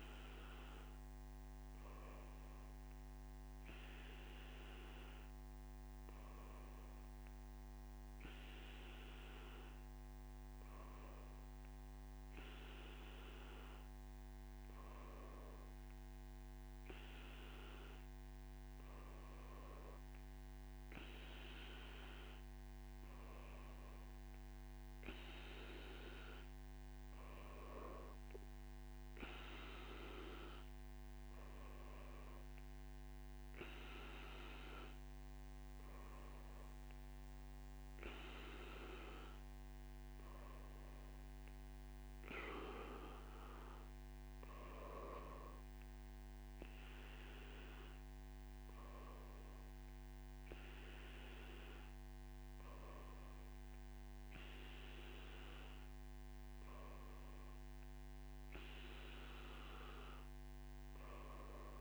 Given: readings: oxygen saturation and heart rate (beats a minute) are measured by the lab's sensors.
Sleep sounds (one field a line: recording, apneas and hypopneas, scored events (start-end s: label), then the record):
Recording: breathing in sleep by a microphone on the trachea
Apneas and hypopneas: none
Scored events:
none scored
From the record:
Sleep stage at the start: N2 (light sleep)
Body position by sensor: on the back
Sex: male